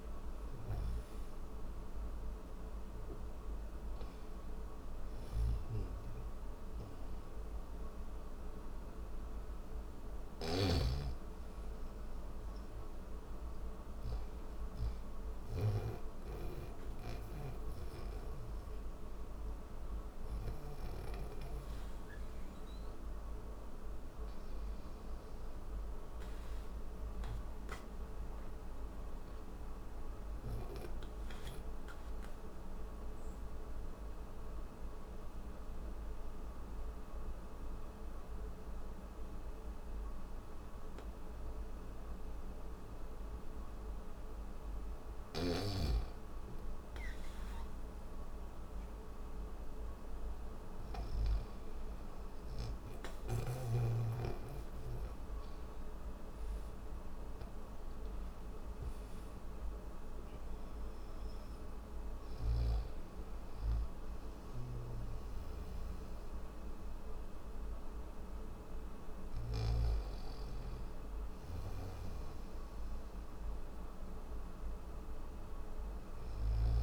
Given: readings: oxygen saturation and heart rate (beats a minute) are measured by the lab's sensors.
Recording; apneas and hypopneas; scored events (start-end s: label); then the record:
breathing in sleep, hard to hear, by a room microphone; none
0.00-9.50 s: oxygen desaturation (device-marked, oxygen 92% lowest, heart rate 73 extreme)
0.00-20.50 s: snoring (device-marked)
64.00-69.00 s: snoring (device-marked)
From the record:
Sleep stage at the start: N3 (deep sleep); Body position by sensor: on the back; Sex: male